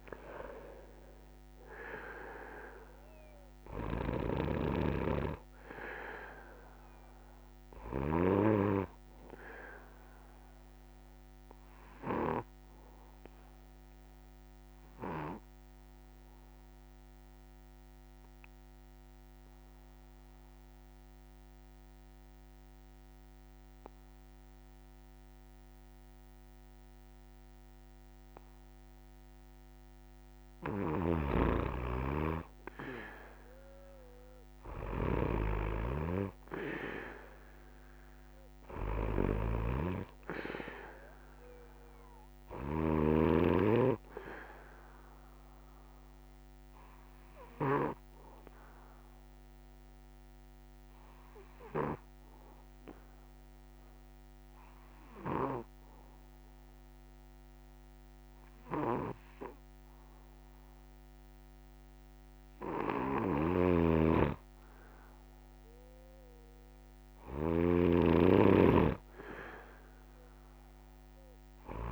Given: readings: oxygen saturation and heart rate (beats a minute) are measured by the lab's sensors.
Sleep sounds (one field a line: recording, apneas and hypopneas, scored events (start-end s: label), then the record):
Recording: breathing in sleep by a microphone on the trachea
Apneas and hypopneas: 2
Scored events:
3.50-8.00 s: snoring (device-marked)
11.00-29.50 s: obstructive apnea (oxygen 99% before, 91% lowest, heart rate 72 before, 94 extreme, up 19 after)
17.00-26.00 s: oxygen desaturation (device-marked, oxygen 98% before, 93% lowest, heart rate 84 before, 94 extreme)
30.50-42.50 s: snoring (device-marked)
35.00-62.00 s: oxygen desaturation (device-marked, oxygen 98% before, 91% lowest, heart rate 125 before, 96 extreme)
47.00-61.50 s: obstructive apnea (oxygen 98% before, 91% lowest, heart rate 113 before, 116 extreme, up 39 after)
63.00-71.92 s: snoring (device-marked)
From the record:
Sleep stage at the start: N3 (deep sleep)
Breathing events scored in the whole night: 235 in 4.8 hours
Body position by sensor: on the back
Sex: male